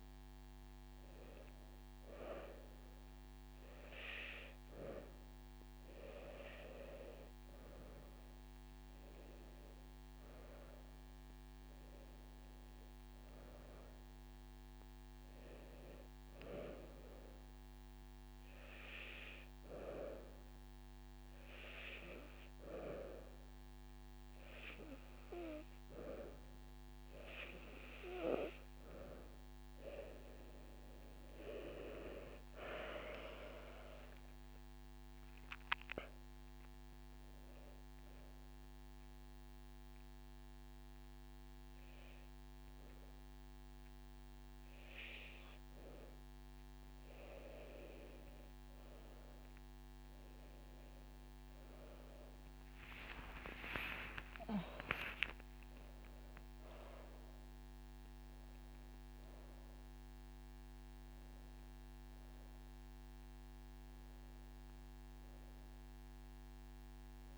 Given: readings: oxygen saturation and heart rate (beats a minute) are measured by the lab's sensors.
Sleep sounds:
breathing in sleep by a microphone on the trachea; 1
0.00-3.50 s: drop in pulse transit time (device-marked)
2.50-4.50 s: long interval between heartbeats (device-marked)
9.00-12.50 s: arousal
11.00-13.00 s: long interval between heartbeats (device-marked)
15.50-23.50 s: drop in pulse transit time (device-marked)
17.00-19.00 s: long interval between heartbeats (device-marked, heart rate 45 before, 35 extreme)
17.50-29.50 s: hypopnea (oxygen 96% before, 92% lowest)
31.50-33.50 s: long interval between heartbeats (device-marked, heart rate 41 before, 66 extreme)
33.50-41.50 s: drop in pulse transit time (device-marked, heart rate 40 before, 39 extreme)
33.50-51.50 s: oxygen desaturation (device-marked, oxygen 96% before, 92% lowest)
37.50-39.50 s: long interval between heartbeats (device-marked, heart rate 40 before, 40 extreme)
44.00-46.00 s: long interval between heartbeats (device-marked, heart rate 42 before, 28 extreme)
50.50-52.50 s: long interval between heartbeats (device-marked, heart rate 42 before, 52 extreme)
53.50-57.50 s: arousal
53.50-66.50 s: drop in pulse transit time (device-marked)
55.00-57.00 s: long interval between heartbeats (device-marked, heart rate 40 before, 56 extreme)
59.50-64.50 s: oxygen desaturation (device-marked, oxygen 99% before, 95% lowest)
64.00-66.00 s: long interval between heartbeats (device-marked)
From the record:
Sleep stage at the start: N2 (light sleep); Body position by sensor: on the back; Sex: female

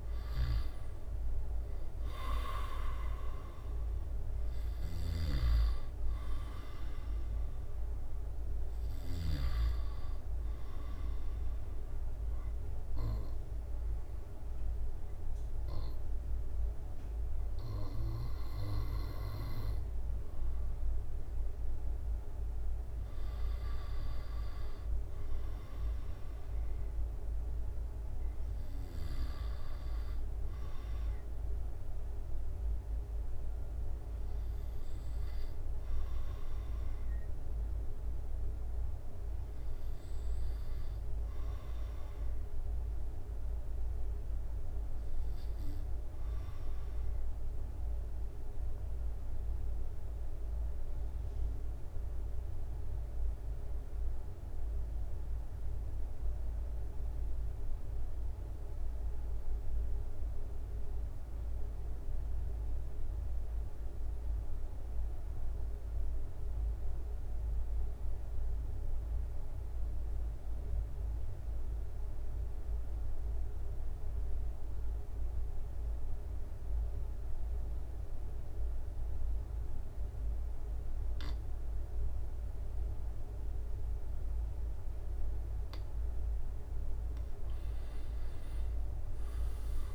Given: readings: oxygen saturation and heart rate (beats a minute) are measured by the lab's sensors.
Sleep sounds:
breathing in sleep by a room microphone; 1
5.00-18.50 s: snoring (device-marked)
35.50-85.50 s: obstructive apnea (oxygen 97% before, 87% lowest, heart rate 69 before, 67 extreme, up 10 after)
65.50-89.95 s: oxygen desaturation (device-marked, oxygen 95% before, 87% lowest, heart rate 69 before, 67 extreme)
From the record:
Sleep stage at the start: N2 (light sleep); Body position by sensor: on the back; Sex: male

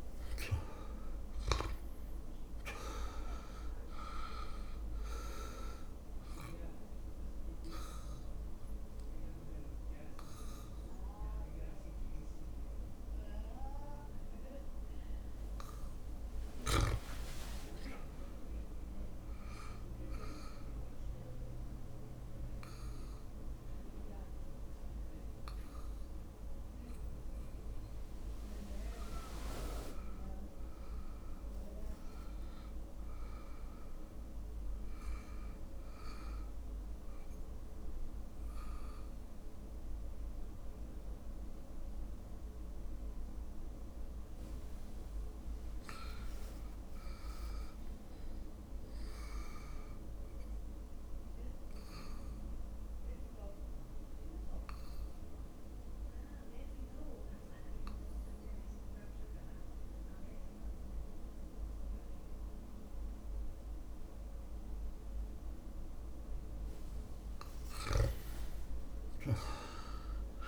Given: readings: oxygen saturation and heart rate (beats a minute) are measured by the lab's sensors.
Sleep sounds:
breathing in sleep by a room microphone; 4
0.00-1.00 s: arousal
3.00-23.00 s: drop in pulse transit time (device-marked, heart rate 60 before, 55 extreme)
5.50-15.50 s: obstructive apnea (oxygen 99% before, 95% lowest, heart rate 60 before, 55 extreme, up 6 after)
11.00-25.00 s: oxygen desaturation (device-marked, oxygen 98% before, 95% lowest, heart rate 60 before, 56 extreme)
12.00-14.00 s: long interval between heartbeats (device-marked, heart rate 60 before, 55 extreme)
16.00-18.00 s: arousal
19.00-30.00 s: obstructive apnea (oxygen 98% before, 95% lowest, heart rate 59 before, 58 extreme, up 2 after)
31.50-33.50 s: arousal
35.00-45.00 s: obstructive apnea (oxygen 100% before, 96% lowest, heart rate 59 before, 55 extreme, up 5 after)
46.50-49.00 s: arousal
51.00-66.00 s: obstructive apnea (oxygen 100% before, 96% lowest, heart rate 60 before, 54 extreme, up 5 after)
60.50-62.50 s: long interval between heartbeats (device-marked, heart rate 60 before, 61 extreme)
67.50-70.48 s: arousal
From the record:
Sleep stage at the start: REM sleep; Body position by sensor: on the back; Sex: male

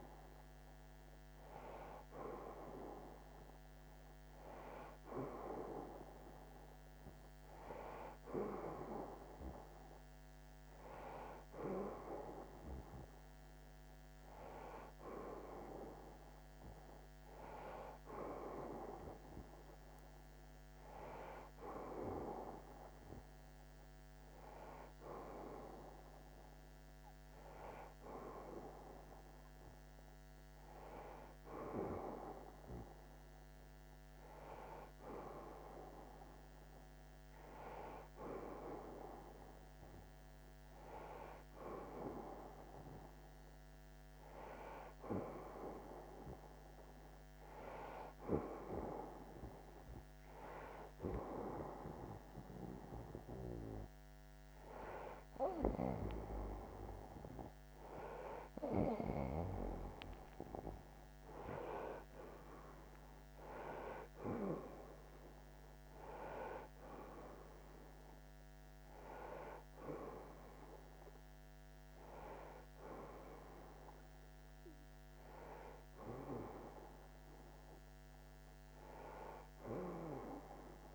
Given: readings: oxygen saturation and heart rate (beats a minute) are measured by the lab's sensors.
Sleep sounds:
breathing in sleep by a microphone on the trachea; none
57.00-61.50 s: arousal
From the record:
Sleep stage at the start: N1 (lightest sleep); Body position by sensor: on the back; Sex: male

